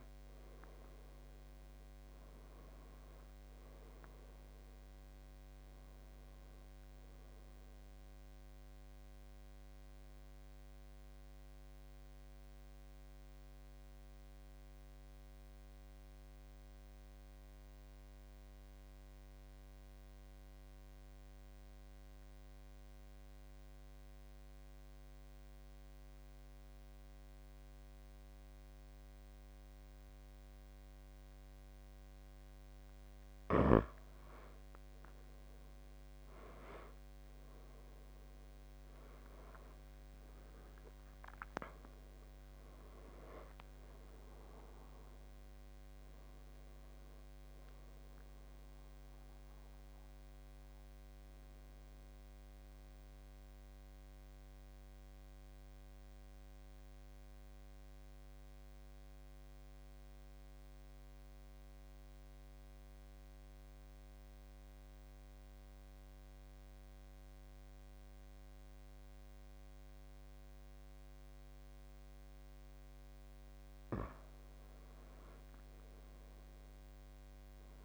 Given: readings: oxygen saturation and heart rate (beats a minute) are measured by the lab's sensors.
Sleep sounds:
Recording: breathing in sleep, hard to hear, by a microphone on the trachea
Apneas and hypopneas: 2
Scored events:
0.00-1.00 s: arousal
0.00-22.50 s: oxygen desaturation (device-marked, oxygen 86% lowest, heart rate 63 extreme)
10.00-32.50 s: mixed apnea (oxygen 96% before, 86% lowest, heart rate 83 before, 63 extreme, up 15 after)
34.50-64.50 s: oxygen desaturation (device-marked, oxygen 97% before, 86% lowest, heart rate 72 before, 63 extreme)
35.50-41.00 s: arousal
53.50-72.50 s: central apnea (oxygen 97% before, 85% lowest, heart rate 88 before, 63 extreme, up 21 after)
74.50-77.85 s: oxygen desaturation (device-marked, oxygen 98% before, 87% lowest, heart rate 69 before, 69 extreme)
75.00-77.85 s: arousal
From the record:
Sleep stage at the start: N2 (light sleep)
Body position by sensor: on the back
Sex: male

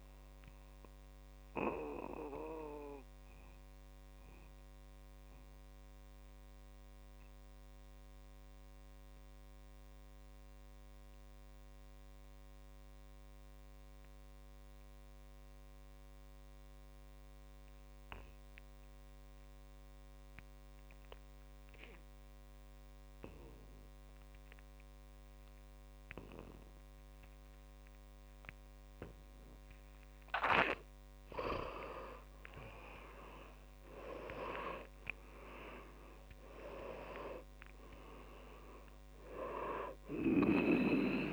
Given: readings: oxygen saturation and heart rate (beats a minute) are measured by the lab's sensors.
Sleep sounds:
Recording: breathing in sleep by a microphone on the trachea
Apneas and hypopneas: 1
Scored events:
0.00-16.50 s: oxygen desaturation (device-marked, oxygen 89% lowest, heart rate 58 extreme)
0.50-32.00 s: mixed apnea (oxygen 100% before, 86% lowest, heart rate 74 before, 58 extreme, up 8 after)
26.50-41.33 s: oxygen desaturation (device-marked, oxygen 100% before, 86% lowest, heart rate 63 before, 58 extreme)
33.50-37.00 s: arousal
From the record:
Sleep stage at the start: N2 (light sleep)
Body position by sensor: on the back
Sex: male

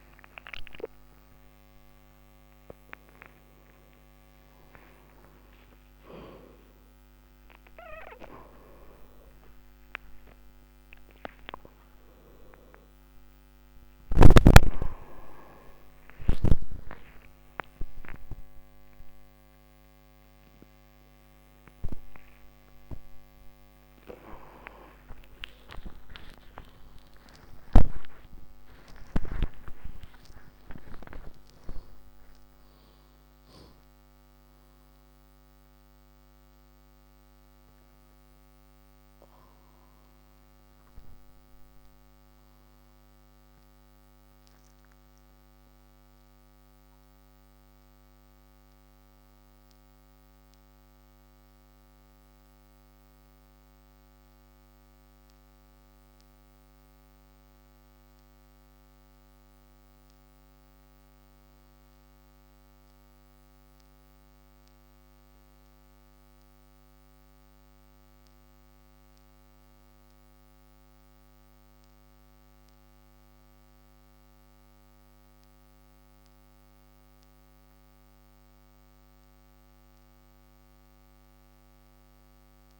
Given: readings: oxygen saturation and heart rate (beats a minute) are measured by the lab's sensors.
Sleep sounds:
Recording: breathing in sleep by a microphone on the trachea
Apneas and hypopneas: none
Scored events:
none scored
From the record:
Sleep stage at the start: N3 (deep sleep)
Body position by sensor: on the back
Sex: male

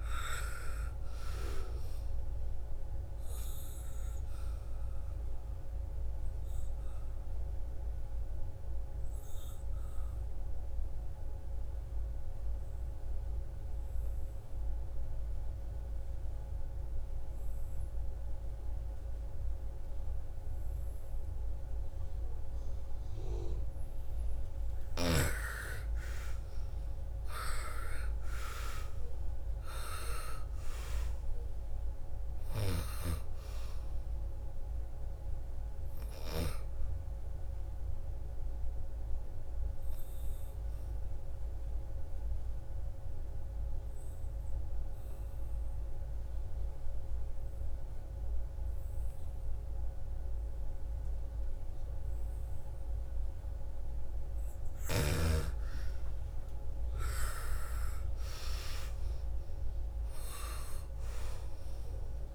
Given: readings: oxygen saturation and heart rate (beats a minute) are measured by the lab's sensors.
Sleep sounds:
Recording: breathing in sleep by a room microphone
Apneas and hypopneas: 2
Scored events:
0.00-15.00 s: oxygen desaturation (device-marked, oxygen 99% before, 91% lowest, heart rate 58 before, 56 extreme)
3.50-23.50 s: obstructive apnea (oxygen 99% before, 84% lowest, heart rate 59 before, 56 extreme, up 14 after)
24.00-46.00 s: oxygen desaturation (device-marked, oxygen 98% before, 84% lowest, heart rate 59 before, 57 extreme)
25.50-29.00 s: arousal
38.00-54.00 s: obstructive apnea (oxygen 98% before, 84% lowest, heart rate 63 before, 57 extreme, up 13 after)
55.50-58.50 s: arousal
58.00-62.35 s: oxygen desaturation (device-marked, oxygen 99% before, 88% lowest, heart rate 58 before, 55 extreme)
From the record:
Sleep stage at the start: N2 (light sleep)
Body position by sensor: on the back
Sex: female

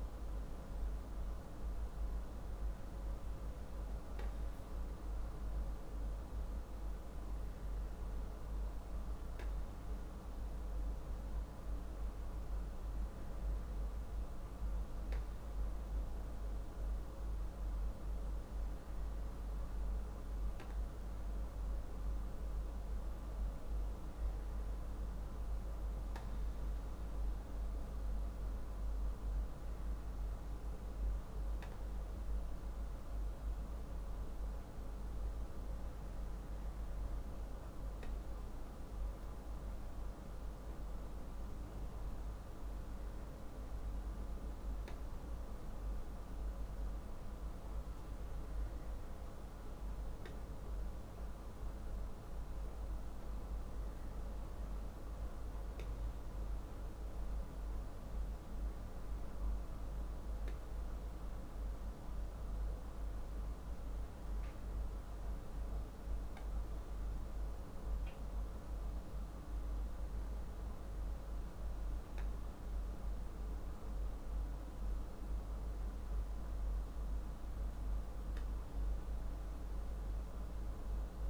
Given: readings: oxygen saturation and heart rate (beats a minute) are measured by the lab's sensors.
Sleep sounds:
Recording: breathing in sleep, hard to hear, by a room microphone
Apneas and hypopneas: none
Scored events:
none scored
From the record:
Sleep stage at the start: N2 (light sleep)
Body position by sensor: on the back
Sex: male

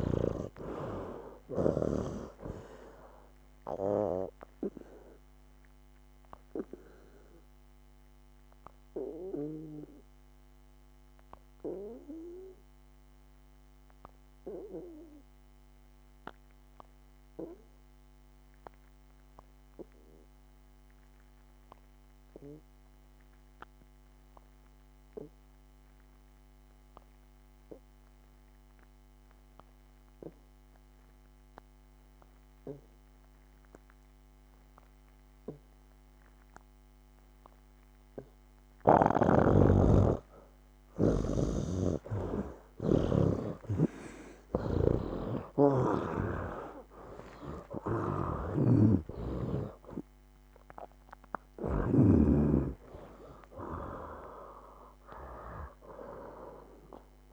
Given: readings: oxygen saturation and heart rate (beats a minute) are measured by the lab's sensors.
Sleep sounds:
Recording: breathing in sleep by a microphone on the trachea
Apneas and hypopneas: 1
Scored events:
0.00-22.50 s: oxygen desaturation (device-marked, oxygen 77% lowest, heart rate 61 extreme)
4.00-39.50 s: obstructive apnea (oxygen 98% before, 71% lowest, heart rate 68 before, 61 extreme, up 16 after)
28.50-57.33 s: oxygen desaturation (device-marked, oxygen 97% before, 71% lowest, heart rate 67 before, 63 extreme)
43.50-57.33 s: snoring (device-marked)
44.00-48.50 s: arousal
From the record:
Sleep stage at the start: N2 (light sleep)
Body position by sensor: on the back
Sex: male

